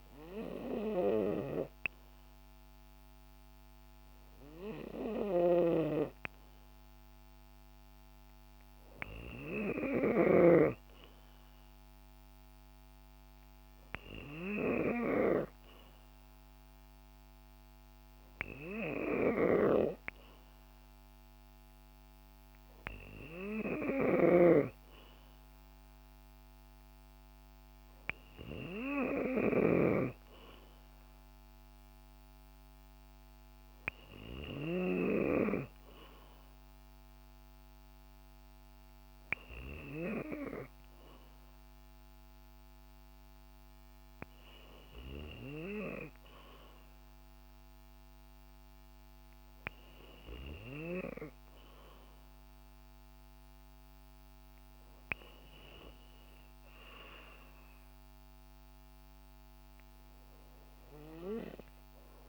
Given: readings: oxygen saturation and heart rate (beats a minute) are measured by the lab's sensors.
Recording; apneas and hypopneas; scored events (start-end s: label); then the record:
breathing in sleep by a microphone on the trachea; none
5.00-10.50 s: snoring (device-marked)
24.00-35.00 s: snoring (device-marked)
From the record:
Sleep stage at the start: N3 (deep sleep); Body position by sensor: on the back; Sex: female